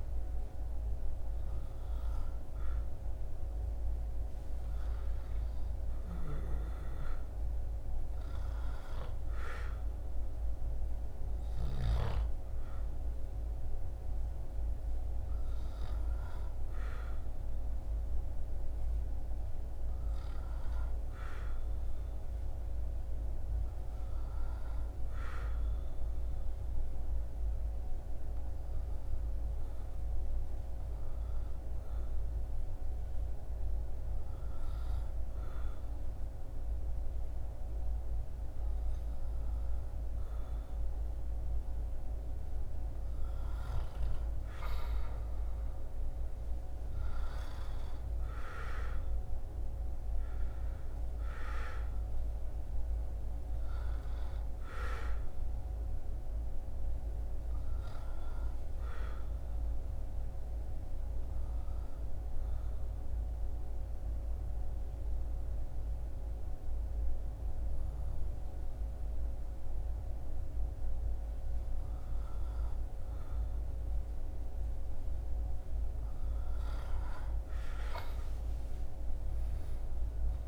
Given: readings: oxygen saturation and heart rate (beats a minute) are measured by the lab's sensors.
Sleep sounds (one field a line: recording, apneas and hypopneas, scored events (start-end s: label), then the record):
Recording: breathing in sleep, hard to hear, by a room microphone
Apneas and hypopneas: 2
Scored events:
21.00-25.50 s: arousal
28.00-41.50 s: hypopnea (oxygen 98% before, 96% lowest, heart rate 76 before, 69 extreme, up 10 after)
44.00-48.50 s: arousal
61.50-72.50 s: obstructive apnea (oxygen 98% before, 96% lowest, heart rate 76 before, 66 extreme, up 7 after)
77.00-80.48 s: arousal
From the record:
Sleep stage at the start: N2 (light sleep)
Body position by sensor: on the back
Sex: male